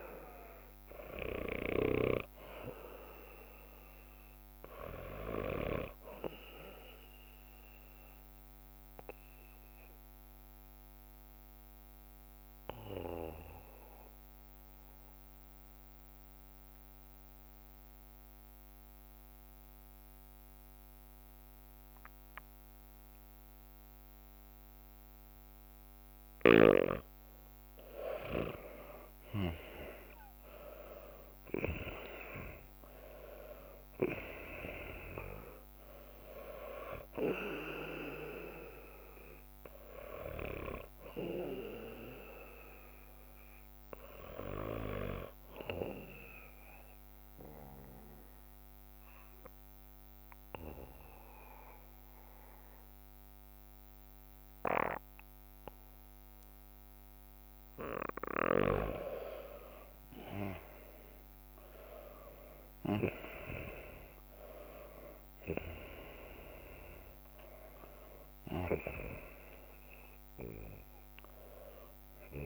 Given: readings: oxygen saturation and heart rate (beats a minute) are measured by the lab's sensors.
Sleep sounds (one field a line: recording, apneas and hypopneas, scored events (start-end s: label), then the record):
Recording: breathing in sleep by a microphone on the trachea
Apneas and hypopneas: 2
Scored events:
0.00-17.00 s: oxygen desaturation (device-marked, oxygen 94% lowest, heart rate 56 extreme)
0.50-4.00 s: leg movement (device-marked)
5.00-27.00 s: bradycardia (device-marked, heart rate 58 before, 56 extreme)
8.00-26.50 s: obstructive apnea (oxygen 99% before, 93% lowest, heart rate 61 before, 56 extreme, up 10 after)
11.00-29.00 s: drop in pulse transit time (device-marked, heart rate 61 before, 56 extreme)
12.50-18.00 s: leg movement (device-marked)
28.00-29.50 s: leg movement (device-marked)
28.00-52.00 s: oxygen desaturation (device-marked, oxygen 99% before, 93% lowest, heart rate 57 before, 57 extreme)
29.00-34.00 s: arousal
31.00-32.50 s: leg movement (device-marked)
38.00-57.00 s: bradycardia (device-marked, heart rate 58 before, 57 extreme)
45.00-57.50 s: obstructive apnea (oxygen 99% before, 93% lowest, heart rate 61 before, 57 extreme, up 11 after)
48.00-64.00 s: drop in pulse transit time (device-marked, heart rate 61 before, 57 extreme)
57.00-64.50 s: leg movement (device-marked)
61.50-67.00 s: arousal
68.00-72.46 s: leg movement (device-marked)
From the record:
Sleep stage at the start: N2 (light sleep)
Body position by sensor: on the back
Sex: male